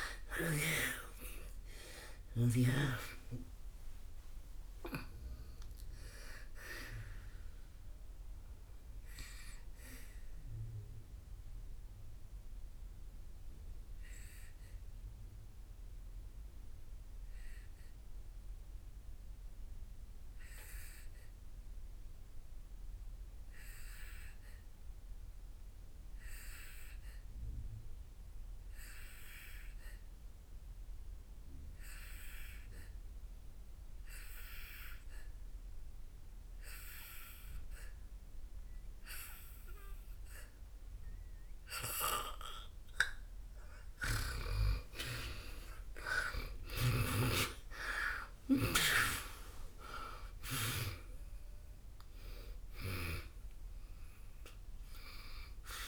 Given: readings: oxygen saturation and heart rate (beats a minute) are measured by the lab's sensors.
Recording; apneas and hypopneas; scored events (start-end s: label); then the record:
breathing in sleep by a room microphone; 1
0.00-3.00 s: snoring (device-marked)
0.00-4.50 s: arousal
3.50-31.50 s: oxygen desaturation (device-marked, oxygen 97% before, 83% lowest, heart rate 59 before, 55 extreme)
10.50-43.50 s: obstructive apnea (oxygen 97% before, 83% lowest, heart rate 65 before, 53 extreme, up 9 after)
39.50-55.88 s: oxygen desaturation (device-marked, oxygen 99% before, 83% lowest, heart rate 60 before, 53 extreme)
44.50-50.00 s: arousal
From the record:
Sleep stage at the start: N2 (light sleep); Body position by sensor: on the back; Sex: female